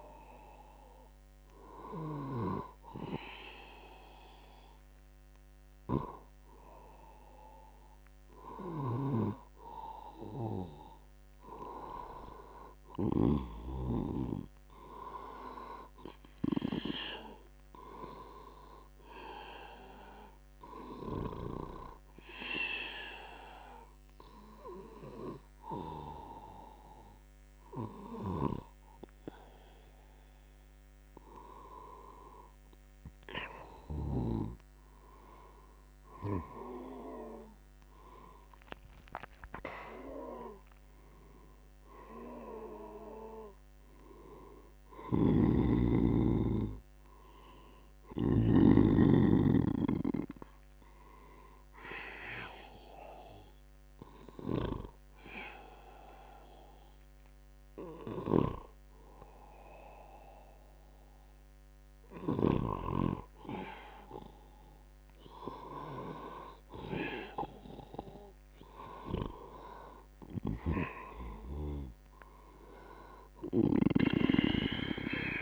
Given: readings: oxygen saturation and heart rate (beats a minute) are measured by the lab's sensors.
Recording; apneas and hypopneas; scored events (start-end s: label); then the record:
breathing in sleep by a microphone on the trachea; 2
13.50-16.50 s: arousal
19.00-32.00 s: hypopnea (oxygen 96% before, 93% lowest, heart rate 79 before, 77 extreme, up 5 after)
33.50-38.00 s: arousal
45.00-49.00 s: snoring (device-marked)
50.00-63.00 s: hypopnea (oxygen 96% before, 91% lowest, heart rate 85 before, 75 extreme, up 6 after)
64.50-67.50 s: arousal
From the record:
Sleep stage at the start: N2 (light sleep); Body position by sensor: on the back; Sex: male